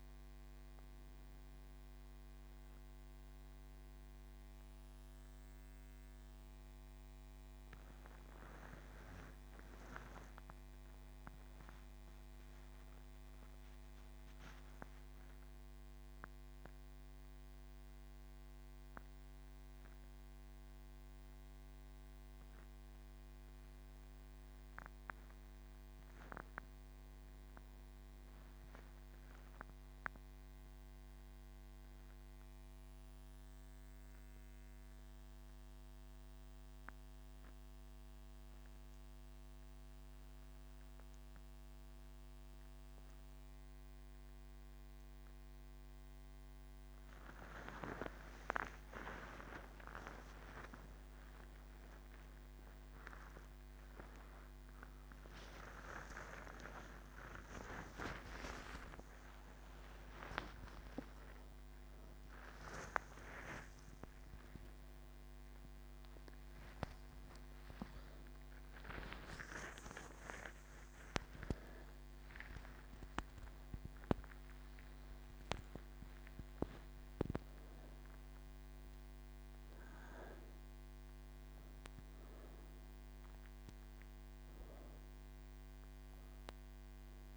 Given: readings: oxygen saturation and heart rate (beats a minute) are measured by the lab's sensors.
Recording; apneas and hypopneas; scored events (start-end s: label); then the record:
breathing in sleep by a microphone on the trachea; 1
5.50-20.50 s: oxygen desaturation (device-marked, oxygen 96% before, 92% lowest, heart rate 51 before, 36 extreme)
31.50-45.00 s: hypopnea (oxygen 95% before, 94% lowest, heart rate 49 before, 40 extreme, up 17 after)
From the record:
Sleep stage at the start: N3 (deep sleep); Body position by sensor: on the back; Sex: female